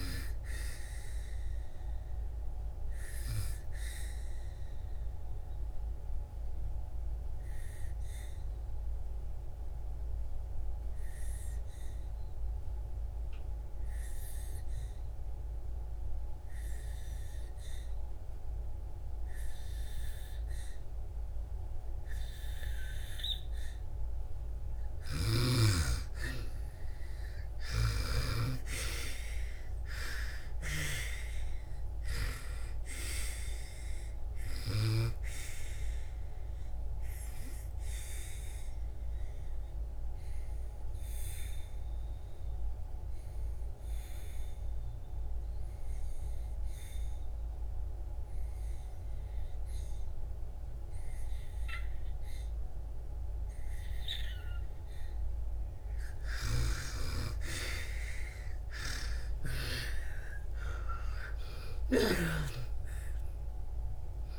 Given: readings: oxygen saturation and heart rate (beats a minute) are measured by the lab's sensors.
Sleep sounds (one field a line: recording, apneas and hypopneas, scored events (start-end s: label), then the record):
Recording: breathing in sleep by a room microphone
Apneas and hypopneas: 2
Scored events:
0.00-18.50 s: oxygen desaturation (device-marked, oxygen 83% lowest)
1.00-24.50 s: obstructive apnea (oxygen 98% before, 83% lowest)
20.50-52.50 s: oxygen desaturation (device-marked, oxygen 98% before, 84% lowest)
24.50-28.00 s: snoring (device-marked)
27.00-31.00 s: arousal
37.00-55.50 s: obstructive apnea (oxygen 98% before, 80% lowest)
54.50-64.38 s: oxygen desaturation (device-marked, oxygen 97% before, 83% lowest)
58.50-62.50 s: arousal
From the record:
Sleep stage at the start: N2 (light sleep)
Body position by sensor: on the back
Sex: female